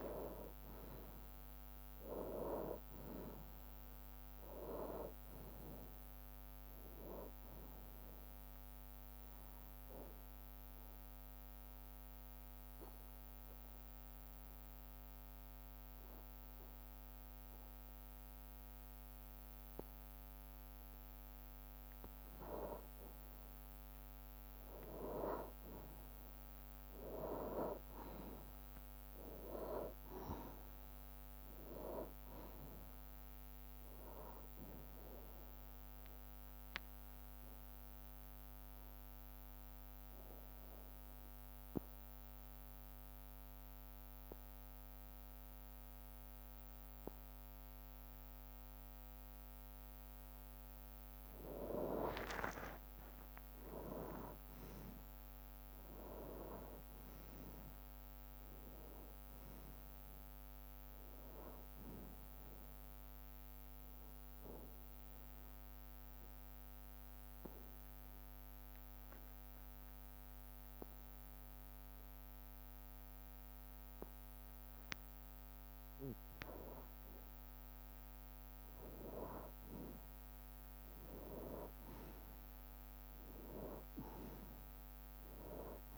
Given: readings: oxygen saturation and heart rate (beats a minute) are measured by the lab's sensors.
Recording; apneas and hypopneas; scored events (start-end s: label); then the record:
breathing in sleep by a microphone on the trachea; 3
0.00-1.00 s: bradycardia (device-marked, heart rate 61 extreme)
0.00-2.00 s: arousal
3.00-5.00 s: bradycardia (device-marked, heart rate 65 before, 59 extreme)
3.00-13.00 s: drop in pulse transit time (device-marked, heart rate 59 before, 55 extreme)
6.00-26.00 s: oxygen desaturation (device-marked, oxygen 96% before, 92% lowest, heart rate 58 before, 54 extreme)
11.00-21.00 s: obstructive apnea (oxygen 96% before, 90% lowest, heart rate 59 before, 56 extreme, up 1 after)
27.00-31.00 s: arousal
27.00-39.00 s: drop in pulse transit time (device-marked, heart rate 62 before, 60 extreme)
34.00-37.00 s: oxygen desaturation (device-marked, oxygen 96% before, 93% lowest, heart rate 63 before, 54 extreme)
38.00-50.50 s: obstructive apnea (oxygen 96% before, 90% lowest, heart rate 62 before, 54 extreme, up 13 after)
41.00-48.00 s: bradycardia (device-marked, heart rate 65 before, 54 extreme)
44.00-56.00 s: oxygen desaturation (device-marked, oxygen 94% before, 91% lowest, heart rate 62 before, 55 extreme)
46.00-48.00 s: long interval between heartbeats (device-marked, heart rate 62 before, 54 extreme)
52.00-65.00 s: drop in pulse transit time (device-marked, heart rate 60 before, 59 extreme)
52.50-57.50 s: arousal
65.00-75.50 s: obstructive apnea (oxygen 96% before, 90% lowest, heart rate 61 before, 61 extreme, up 0 after)
67.00-83.00 s: oxygen desaturation (device-marked, oxygen 96% before, 90% lowest, heart rate 61 before, 54 extreme)
81.00-85.98 s: drop in pulse transit time (device-marked, heart rate 62 before, 61 extreme)
83.00-85.98 s: arousal
From the record:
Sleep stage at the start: N2 (light sleep); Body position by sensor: on the back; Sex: male